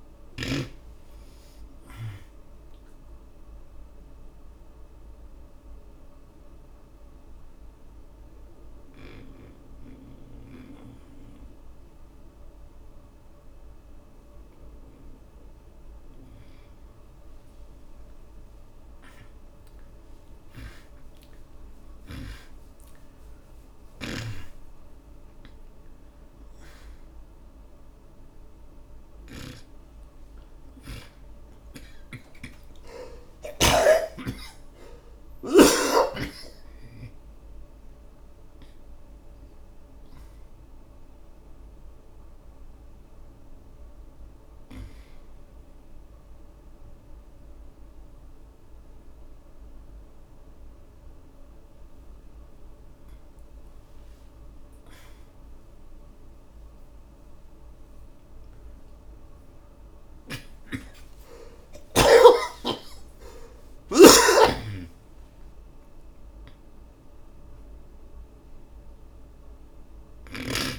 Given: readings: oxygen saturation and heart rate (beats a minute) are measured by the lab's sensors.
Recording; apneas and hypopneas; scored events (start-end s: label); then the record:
breathing in sleep by a room microphone; 2
4.50-17.00 s: obstructive apnea (oxygen 93% before, 84% lowest, heart rate 81 before, 56 extreme, up 46 after)
9.00-15.00 s: snoring (device-marked)
16.00-50.00 s: oxygen desaturation (device-marked, oxygen 99% before, 87% lowest, heart rate 68 before, 54 extreme)
19.50-24.00 s: arousal
24.00-34.00 s: snoring (device-marked)
33.50-39.00 s: arousal
42.00-53.50 s: obstructive apnea (oxygen 99% before, 79% lowest, heart rate 93 before, 54 extreme, up 35 after)
56.50-62.00 s: arousal
64.50-70.50 s: snoring (device-marked)
From the record:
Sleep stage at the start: N2 (light sleep); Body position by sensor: on the back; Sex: male